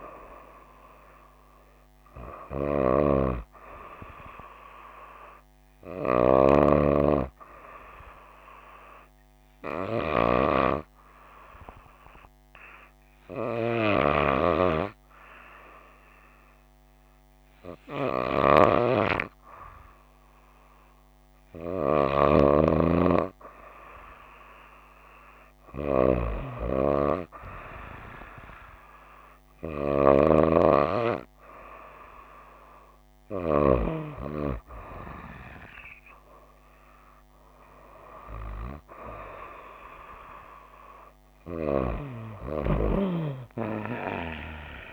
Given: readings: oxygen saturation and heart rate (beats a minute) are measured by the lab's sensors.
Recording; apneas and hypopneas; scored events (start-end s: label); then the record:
breathing in sleep by a microphone on the trachea; 1
8.00-23.50 s: hypopnea (oxygen 96% before, 94% lowest, heart rate 62 before, 57 extreme, up 7 after)
27.50-31.00 s: arousal
From the record:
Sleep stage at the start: N2 (light sleep); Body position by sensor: on the right side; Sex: female